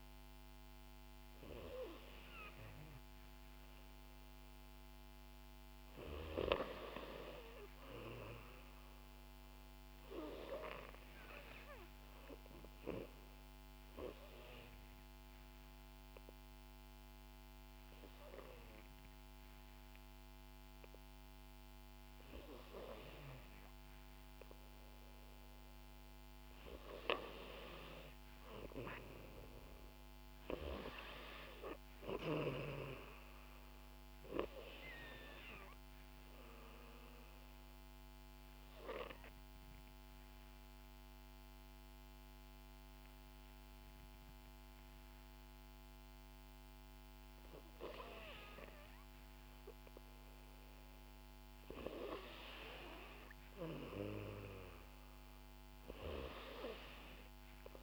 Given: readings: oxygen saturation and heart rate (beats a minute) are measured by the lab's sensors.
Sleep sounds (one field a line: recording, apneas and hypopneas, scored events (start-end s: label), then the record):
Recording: breathing in sleep by a microphone on the trachea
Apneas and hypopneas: 2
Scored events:
13.00-24.50 s: obstructive apnea (oxygen 93% before, 91% lowest, heart rate 62 before, 57 extreme, up 6 after)
28.00-32.00 s: arousal
38.00-49.00 s: obstructive apnea (oxygen 93% before, 91% lowest, heart rate 61 before, 57 extreme, up 5 after)
51.00-56.00 s: arousal
From the record:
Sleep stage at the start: N2 (light sleep)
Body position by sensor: on the back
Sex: female